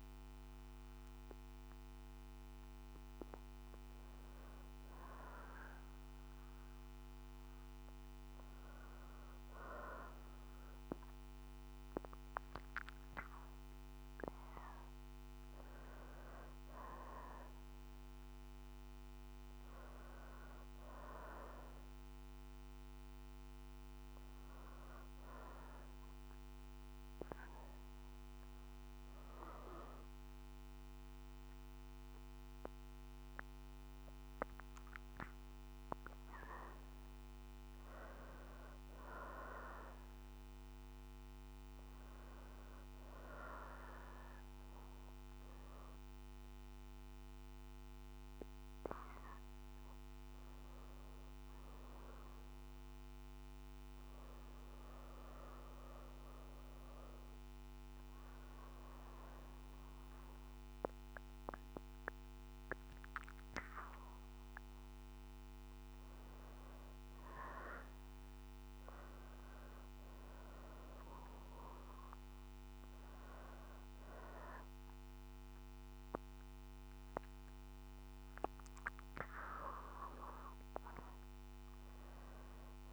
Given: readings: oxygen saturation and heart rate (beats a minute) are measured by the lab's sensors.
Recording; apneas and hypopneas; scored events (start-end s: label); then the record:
breathing in sleep by a microphone on the trachea; none
none scored
From the record:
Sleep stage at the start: N2 (light sleep); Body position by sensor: on the back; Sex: female